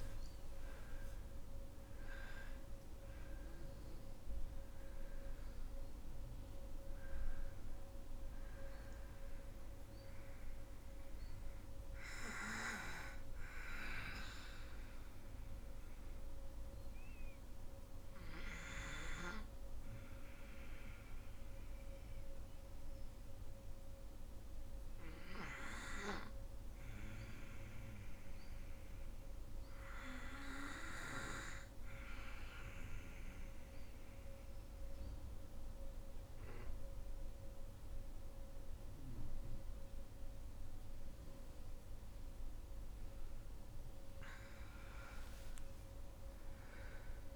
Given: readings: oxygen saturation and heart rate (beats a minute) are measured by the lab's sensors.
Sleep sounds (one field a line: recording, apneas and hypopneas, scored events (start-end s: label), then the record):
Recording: breathing in sleep by a room microphone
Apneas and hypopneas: 1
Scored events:
0.00-2.00 s: arousal
0.00-2.00 s: oxygen desaturation (device-marked, oxygen 92% lowest, heart rate 52 extreme)
7.00-26.00 s: oxygen desaturation (device-marked, oxygen 94% before, 84% lowest, heart rate 56 before, 52 extreme)
31.50-43.00 s: obstructive apnea (oxygen 100% before, 91% lowest, heart rate 54 before, 52 extreme, up 10 after)
From the record:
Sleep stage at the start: N2 (light sleep)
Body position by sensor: on the back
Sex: female